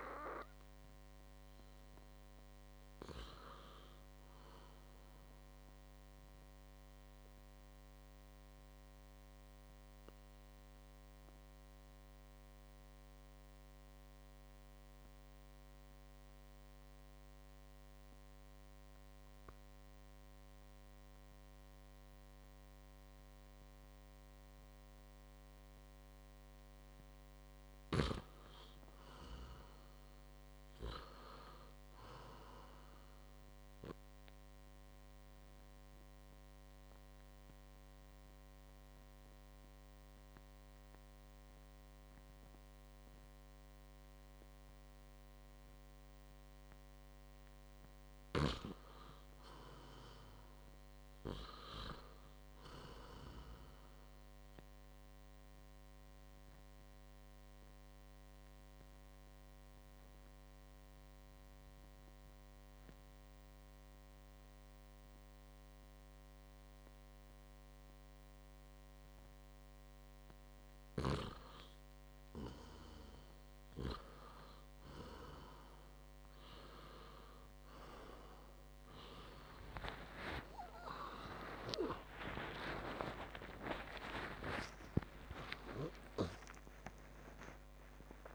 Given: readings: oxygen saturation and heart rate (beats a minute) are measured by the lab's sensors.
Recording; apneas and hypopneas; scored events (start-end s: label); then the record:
breathing in sleep by a microphone on the trachea; 3
0.00-12.50 s: oxygen desaturation (device-marked, oxygen 89% lowest, heart rate 54 extreme)
8.00-26.00 s: obstructive apnea (oxygen 98% before, 90% lowest, heart rate 60 before, 55 extreme, up 5 after)
28.50-31.50 s: arousal
29.50-50.50 s: oxygen desaturation (device-marked, oxygen 99% before, 93% lowest, heart rate 56 before, 55 extreme)
35.00-46.50 s: obstructive apnea (oxygen 100% before, 93% lowest, heart rate 57 before, 55 extreme, up 9 after)
49.00-52.00 s: arousal
55.00-70.00 s: obstructive apnea (oxygen 98% before, 94% lowest, heart rate 58 before, 39 extreme, up 7 after)
77.50-88.35 s: oxygen desaturation (device-marked, oxygen 98% before, 94% lowest, heart rate 58 before, 39 extreme)
79.50-85.50 s: tachycardia (device-marked, heart rate 59 before, 128 extreme)
80.00-85.00 s: arousal
From the record:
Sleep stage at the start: N2 (light sleep); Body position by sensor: on the back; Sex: male